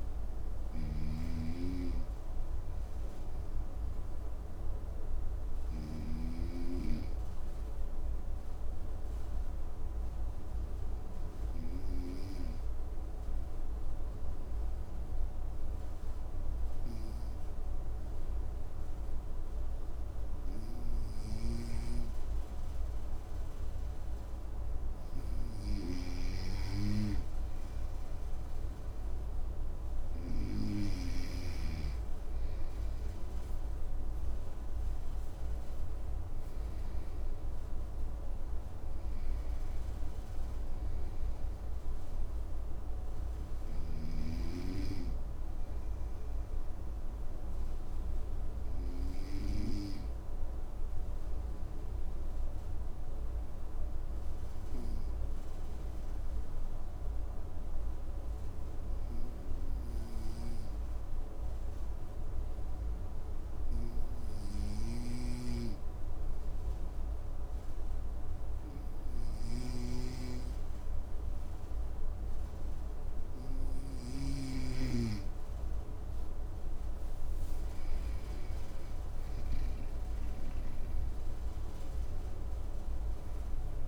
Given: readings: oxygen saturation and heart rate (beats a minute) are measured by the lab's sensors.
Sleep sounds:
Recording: breathing in sleep by a room microphone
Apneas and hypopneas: 2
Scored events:
0.00-1.00 s: oxygen desaturation (device-marked, oxygen 93% lowest, heart rate 53 extreme)
0.00-5.50 s: snoring (device-marked)
4.50-25.00 s: obstructive apnea (oxygen 97% before, 94% lowest, heart rate 61 before, 53 extreme, up 3 after)
25.00-30.50 s: snoring (device-marked)
28.00-43.00 s: oxygen desaturation (device-marked, oxygen 99% before, 96% lowest, heart rate 53 before, 53 extreme)
29.50-35.00 s: arousal
46.50-73.50 s: obstructive apnea (oxygen 99% before, 93% lowest, heart rate 58 before, 53 extreme, up 7 after)
73.00-83.88 s: oxygen desaturation (device-marked, oxygen 98% before, 93% lowest, heart rate 53 before, 53 extreme)
73.50-83.88 s: snoring (device-marked)
75.50-80.00 s: arousal
From the record:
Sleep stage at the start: N2 (light sleep)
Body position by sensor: on the right side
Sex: male

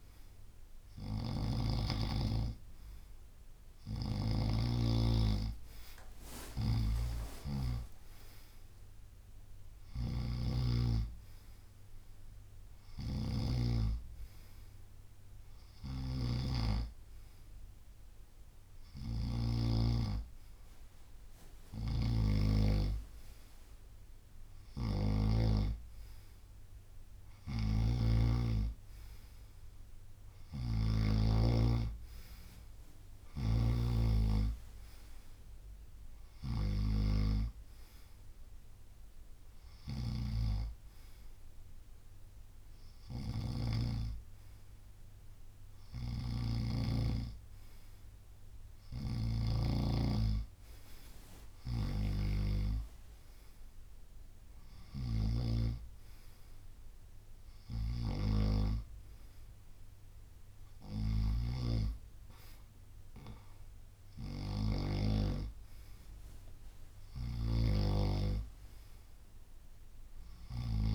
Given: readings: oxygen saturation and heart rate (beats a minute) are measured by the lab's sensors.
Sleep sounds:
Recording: breathing in sleep by a room microphone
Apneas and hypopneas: none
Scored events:
0.00-1.50 s: snoring (device-marked)
3.50-19.50 s: snoring (device-marked)
4.50-18.50 s: drop in pulse transit time (device-marked, heart rate 70 before, 68 extreme)
21.50-31.00 s: snoring (device-marked)
33.00-37.00 s: snoring (device-marked)
46.00-55.50 s: snoring (device-marked)
52.50-62.50 s: drop in pulse transit time (device-marked, heart rate 69 before, 72 extreme)
56.00-58.00 s: long interval between heartbeats (device-marked, heart rate 70 before, 77 extreme)
57.50-65.00 s: snoring (device-marked)
67.00-70.95 s: snoring (device-marked)
From the record:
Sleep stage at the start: N2 (light sleep)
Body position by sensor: on the right side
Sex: male

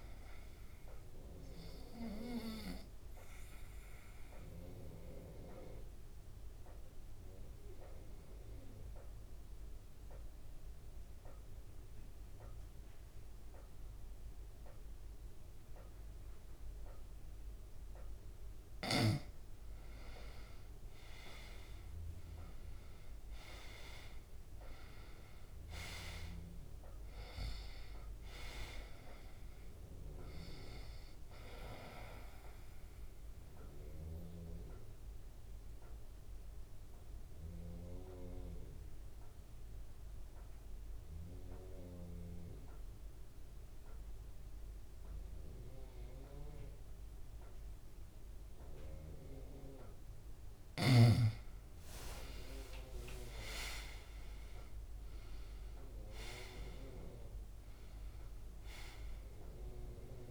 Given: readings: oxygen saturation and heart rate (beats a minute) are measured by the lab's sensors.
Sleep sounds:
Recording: breathing in sleep by a room microphone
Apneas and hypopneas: 2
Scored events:
2.00-18.00 s: obstructive apnea (oxygen 98% before, 88% lowest, heart rate 102 before, 100 extreme, up 40 after)
8.50-19.50 s: oxygen desaturation (device-marked, oxygen 98% before, 91% lowest, heart rate 100 before, 100 extreme)
21.00-26.00 s: arousal
28.50-52.50 s: oxygen desaturation (device-marked, oxygen 97% before, 88% lowest, heart rate 132 before, 70 extreme)
33.00-49.50 s: mixed apnea (oxygen 97% before, 88% lowest, heart rate 140 before, 70 extreme)
51.50-57.00 s: arousal
From the record:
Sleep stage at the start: N2 (light sleep)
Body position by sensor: on the back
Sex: male

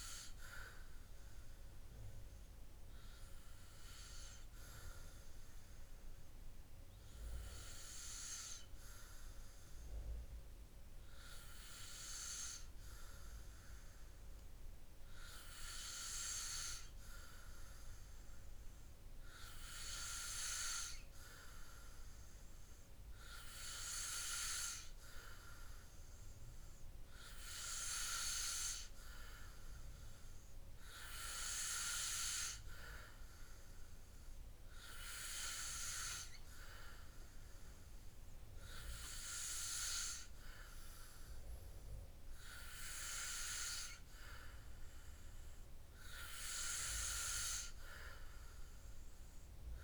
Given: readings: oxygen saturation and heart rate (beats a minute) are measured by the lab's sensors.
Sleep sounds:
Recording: breathing in sleep by a room microphone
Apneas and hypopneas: none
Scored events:
none scored
From the record:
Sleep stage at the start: N2 (light sleep)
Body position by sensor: on the back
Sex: male

